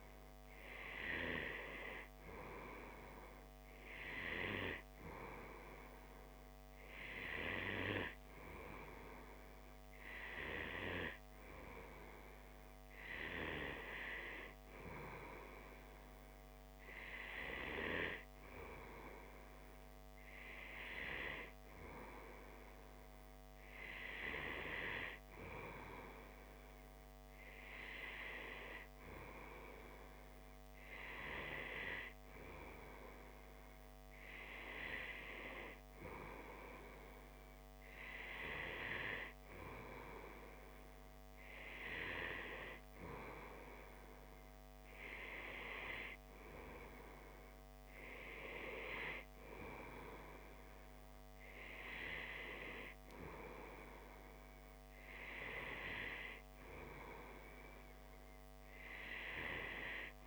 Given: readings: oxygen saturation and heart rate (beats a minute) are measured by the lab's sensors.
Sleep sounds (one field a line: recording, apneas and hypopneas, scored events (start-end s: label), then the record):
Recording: breathing in sleep by a microphone on the trachea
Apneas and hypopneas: none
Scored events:
none scored
From the record:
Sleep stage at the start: N2 (light sleep)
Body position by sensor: on the back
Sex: male